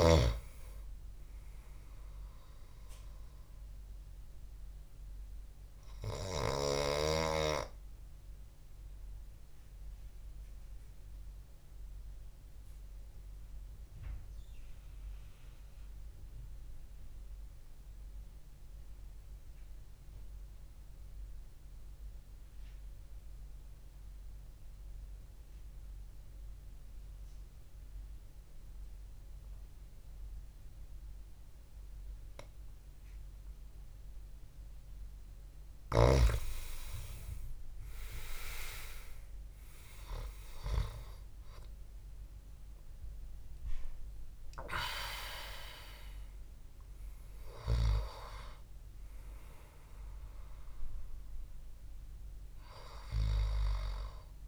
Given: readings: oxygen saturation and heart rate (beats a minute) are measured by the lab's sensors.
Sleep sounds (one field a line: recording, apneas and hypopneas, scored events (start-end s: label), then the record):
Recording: breathing in sleep by a room microphone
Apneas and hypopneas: 1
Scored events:
0.00-2.50 s: oxygen desaturation (device-marked, oxygen 94% lowest, heart rate 63 extreme)
8.50-35.50 s: mixed apnea (oxygen 98% before, 93% lowest, heart rate 68 before, 56 extreme, up 6 after)
37.00-41.00 s: arousal
From the record:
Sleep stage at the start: REM sleep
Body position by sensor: on the back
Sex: male